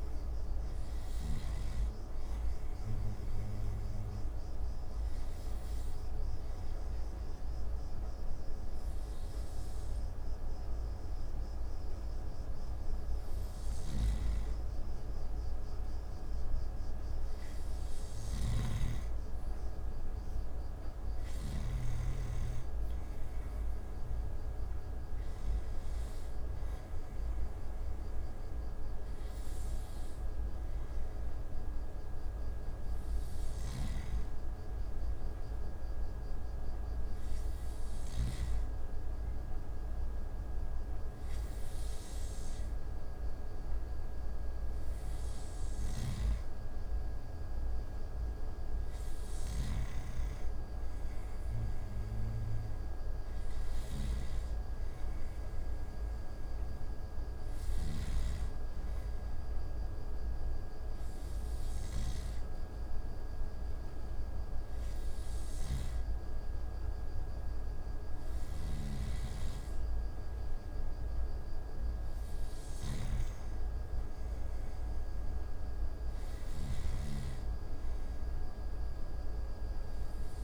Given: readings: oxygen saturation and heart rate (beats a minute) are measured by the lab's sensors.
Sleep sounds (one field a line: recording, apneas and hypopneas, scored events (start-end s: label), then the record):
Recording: breathing in sleep, hard to hear, by a room microphone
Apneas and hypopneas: 3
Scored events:
1.00-16.00 s: hypopnea (oxygen 94% before, 91% lowest)
13.50-21.50 s: snoring (device-marked)
20.00-24.00 s: arousal
33.50-38.50 s: snoring (device-marked)
34.50-46.50 s: hypopnea (oxygen 94% before, 92% lowest)
45.50-50.00 s: snoring (device-marked)
48.50-53.50 s: arousal
60.00-70.50 s: hypopnea (oxygen 94% before, 91% lowest)
68.00-80.44 s: snoring (device-marked)
73.50-77.00 s: arousal
From the record:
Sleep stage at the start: N2 (light sleep)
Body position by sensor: on the back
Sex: male